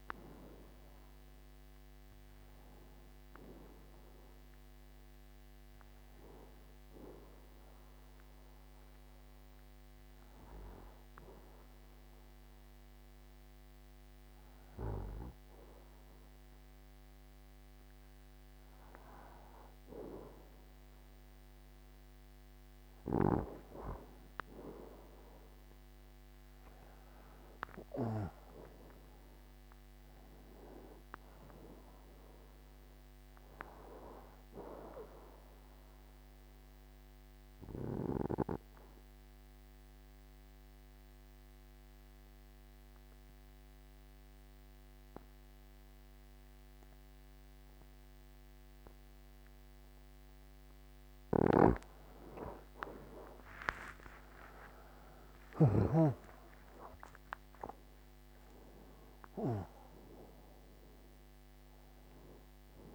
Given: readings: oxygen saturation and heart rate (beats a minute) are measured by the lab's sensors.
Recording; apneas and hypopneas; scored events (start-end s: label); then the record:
breathing in sleep by a microphone on the trachea; 2
6.00-20.50 s: obstructive apnea (oxygen 92% before, 87% lowest, heart rate 81 before, 63 extreme, up 19 after)
24.00-28.00 s: arousal
35.00-49.50 s: obstructive apnea (oxygen 95% before, 87% lowest, heart rate 73 before, 72 extreme, up 11 after)
52.00-57.50 s: arousal
56.00-62.95 s: oxygen desaturation (device-marked, oxygen 94% before, 87% lowest, heart rate 78 before, 66 extreme)
From the record:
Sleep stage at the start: N2 (light sleep); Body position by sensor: on the right side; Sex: male